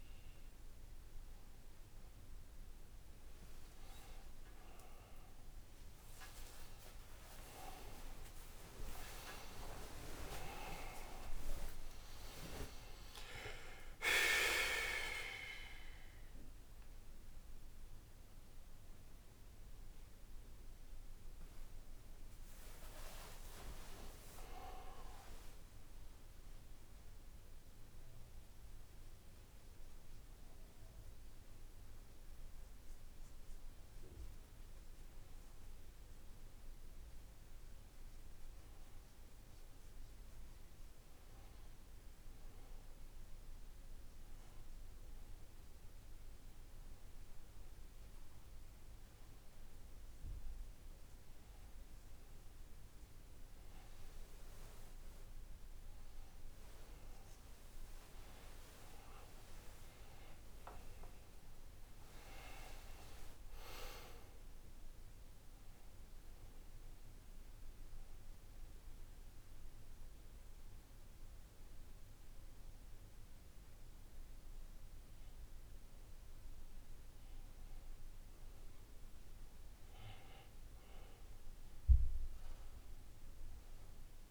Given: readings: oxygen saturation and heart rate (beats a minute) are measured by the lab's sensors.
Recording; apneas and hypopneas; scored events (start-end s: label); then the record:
a person partly awake in a sleep study, by a room microphone; 2
0.00-7.50 s: oxygen desaturation (device-marked, oxygen 92% lowest, heart rate 59 extreme)
26.50-56.50 s: new sleep stage, N1 (lightest sleep)
28.50-53.00 s: hypopnea (oxygen 98% before, 93% lowest, heart rate 69 before, 58 extreme, up 33 after)
46.50-78.50 s: oxygen desaturation (device-marked, oxygen 98% before, 94% lowest, heart rate 68 before, 58 extreme)
56.50-84.31 s: new sleep stage, N2 (light sleep)
57.50-61.50 s: arousal
59.50-61.50 s: long interval between heartbeats (device-marked, heart rate 70 before, 82 extreme)
67.50-77.50 s: central apnea (oxygen 98% before, 93% lowest, heart rate 82 before, 58 extreme, up 2 after)
From the record:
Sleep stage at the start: awake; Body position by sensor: on the back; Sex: male